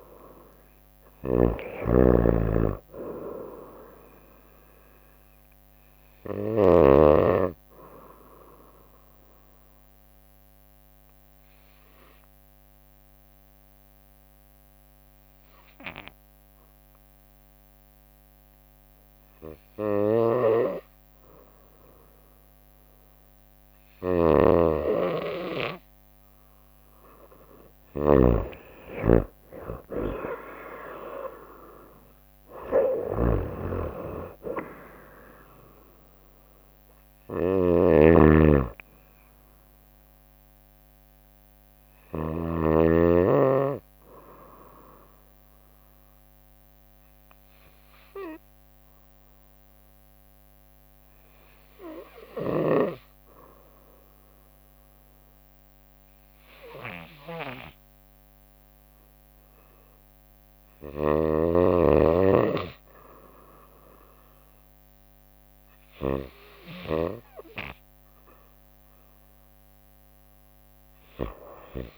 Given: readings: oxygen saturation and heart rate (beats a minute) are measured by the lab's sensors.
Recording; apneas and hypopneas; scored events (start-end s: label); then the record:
breathing in sleep by a microphone on the trachea; 2
0.00-7.00 s: snoring (device-marked)
6.50-26.50 s: obstructive apnea (oxygen 96% before, 91% lowest, heart rate 66 before, 61 extreme, up 6 after)
7.00-14.00 s: oxygen desaturation (device-marked, oxygen 96% before, 93% lowest, heart rate 66 before, 61 extreme)
20.00-42.50 s: snoring (device-marked)
29.00-42.00 s: drop in pulse transit time (device-marked, heart rate 63 before, 65 extreme)
30.00-32.50 s: arousal
33.00-54.00 s: oxygen desaturation (device-marked, oxygen 96% before, 91% lowest, heart rate 63 before, 58 extreme)
46.00-62.50 s: obstructive apnea (oxygen 96% before, 86% lowest, heart rate 66 before, 58 extreme, up 0 after)
61.00-67.00 s: snoring (device-marked)
64.50-67.50 s: arousal
70.00-71.98 s: bradycardia (device-marked, heart rate 65 before, 59 extreme)
From the record:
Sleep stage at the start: N2 (light sleep); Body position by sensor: on the right side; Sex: female